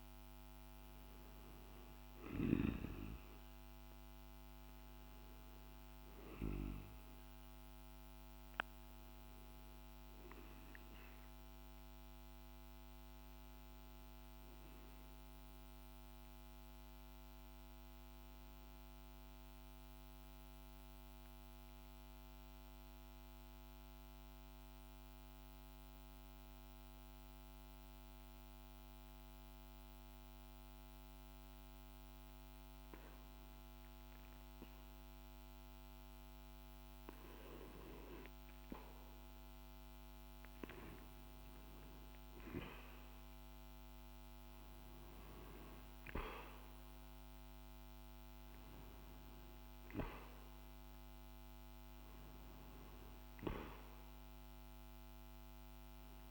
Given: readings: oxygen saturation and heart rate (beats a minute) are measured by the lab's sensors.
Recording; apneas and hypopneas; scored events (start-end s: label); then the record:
breathing in sleep by a microphone on the trachea; 1
0.00-12.00 s: oxygen desaturation (device-marked, oxygen 88% lowest, heart rate 53 extreme)
16.00-35.50 s: mixed apnea (oxygen 100% before, 95% lowest, heart rate 55 before, 51 extreme, up 1 after)
39.00-56.31 s: oxygen desaturation (device-marked, oxygen 99% before, 95% lowest, heart rate 54 before, 49 extreme)
40.50-45.50 s: arousal
From the record:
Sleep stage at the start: REM sleep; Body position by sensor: on the back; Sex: male